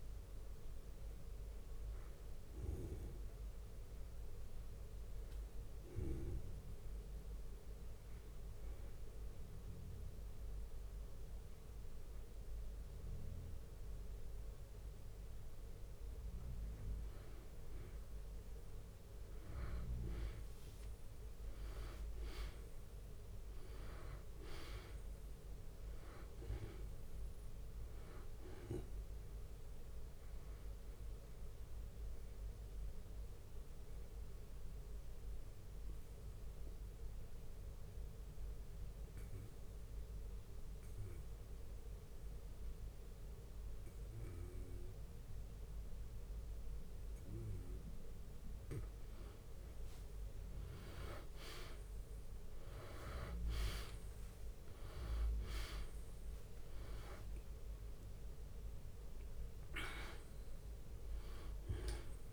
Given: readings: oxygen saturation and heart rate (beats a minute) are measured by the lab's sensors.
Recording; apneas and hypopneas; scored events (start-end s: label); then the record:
breathing in sleep by a room microphone; 2
0.00-19.50 s: bradycardia (device-marked, heart rate 44 extreme)
0.50-4.00 s: arousal
3.50-13.50 s: drop in pulse transit time (device-marked, heart rate 80 before, 44 extreme)
4.50-6.50 s: long interval between heartbeats (device-marked, heart rate 78 before, 49 extreme)
6.00-16.50 s: obstructive apnea (oxygen 97% before, 90% lowest, heart rate 77 before, 44 extreme, up 16 after)
18.00-22.50 s: arousal
19.00-21.00 s: long interval between heartbeats (device-marked, heart rate 51 before, 46 extreme)
19.50-45.50 s: oxygen desaturation (device-marked, oxygen 97% before, 93% lowest, heart rate 51 before, 56 extreme)
21.00-23.00 s: long interval between heartbeats (device-marked, heart rate 50 before, 54 extreme)
24.50-31.50 s: bradycardia (device-marked, heart rate 67 before, 56 extreme)
31.00-48.00 s: mixed apnea (oxygen 97% before, 90% lowest, heart rate 56 before, 57 extreme, up 6 after)
35.50-50.50 s: bradycardia (device-marked, heart rate 66 before, 57 extreme)
50.00-55.00 s: arousal
51.50-62.33 s: drop in pulse transit time (device-marked, heart rate 58 before, 58 extreme)
54.50-57.50 s: bradycardia (device-marked, heart rate 65 before, 62 extreme)
54.50-62.33 s: oxygen desaturation (device-marked, oxygen 97% before, 90% lowest, heart rate 59 before, 52 extreme)
From the record:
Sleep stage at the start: N2 (light sleep); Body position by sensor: on the back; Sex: male